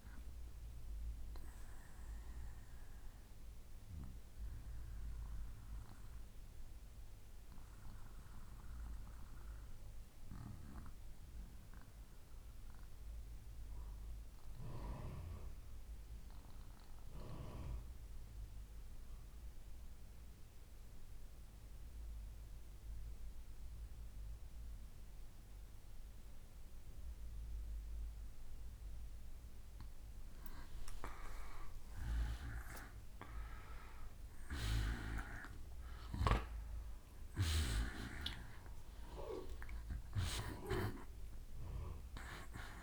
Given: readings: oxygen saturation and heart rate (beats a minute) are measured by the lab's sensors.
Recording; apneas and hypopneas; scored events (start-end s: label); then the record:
breathing in sleep by a room microphone; 1
0.00-14.00 s: oxygen desaturation (device-marked, oxygen 87% lowest, heart rate 64 extreme)
3.50-27.00 s: obstructive apnea (oxygen 96% before, 85% lowest, heart rate 74 before, 64 extreme, up 7 after)
29.00-32.00 s: arousal
29.00-42.83 s: oxygen desaturation (device-marked, oxygen 97% before, 85% lowest, heart rate 68 before, 65 extreme)
From the record:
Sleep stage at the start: N2 (light sleep); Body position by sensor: on the back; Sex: male